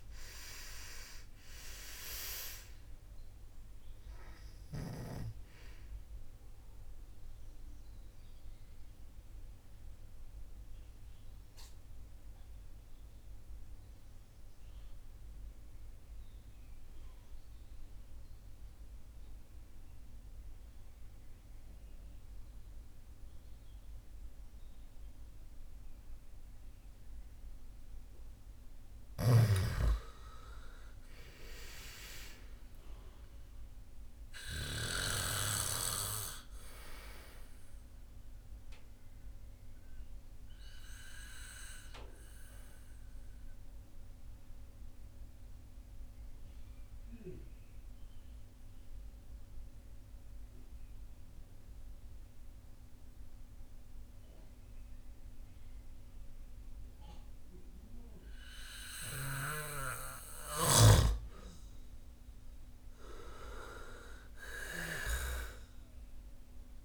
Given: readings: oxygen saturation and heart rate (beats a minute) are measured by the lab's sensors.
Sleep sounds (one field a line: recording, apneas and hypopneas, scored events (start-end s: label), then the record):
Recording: breathing in sleep by a room microphone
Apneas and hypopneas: 2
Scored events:
0.00-28.00 s: oxygen desaturation (device-marked, oxygen 68% lowest)
6.00-28.00 s: central apnea (oxygen 98% before, 68% lowest)
30.50-34.50 s: arousal
34.00-61.00 s: oxygen desaturation (device-marked, oxygen 98% before, 82% lowest)
44.00-57.00 s: central apnea (oxygen 98% before, 82% lowest)
62.00-66.00 s: arousal
From the record:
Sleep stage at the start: N2 (light sleep)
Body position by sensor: on the back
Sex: male